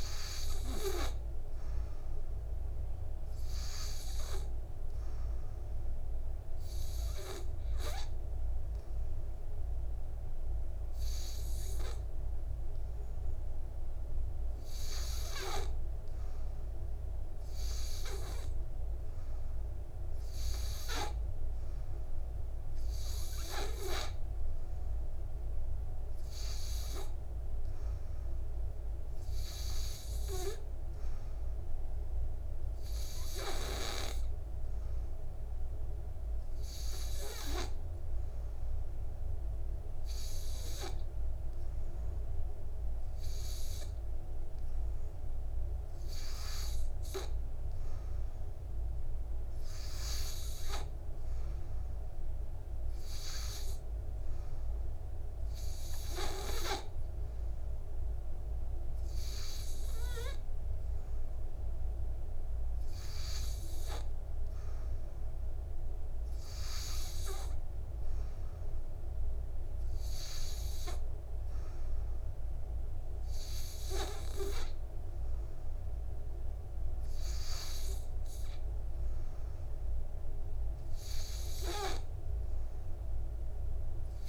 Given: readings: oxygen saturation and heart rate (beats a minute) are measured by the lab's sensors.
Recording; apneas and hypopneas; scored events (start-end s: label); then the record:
breathing in sleep by a room microphone; none
0.00-3.00 s: oxygen desaturation (device-marked, oxygen 91% lowest, heart rate 56 extreme)
28.00-34.00 s: oxygen desaturation (device-marked, oxygen 93% before, 90% lowest, heart rate 59 before, 57 extreme)
56.00-69.00 s: oxygen desaturation (device-marked, oxygen 93% before, 90% lowest, heart rate 60 before, 58 extreme)
From the record:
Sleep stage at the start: N2 (light sleep); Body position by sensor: on the back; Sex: male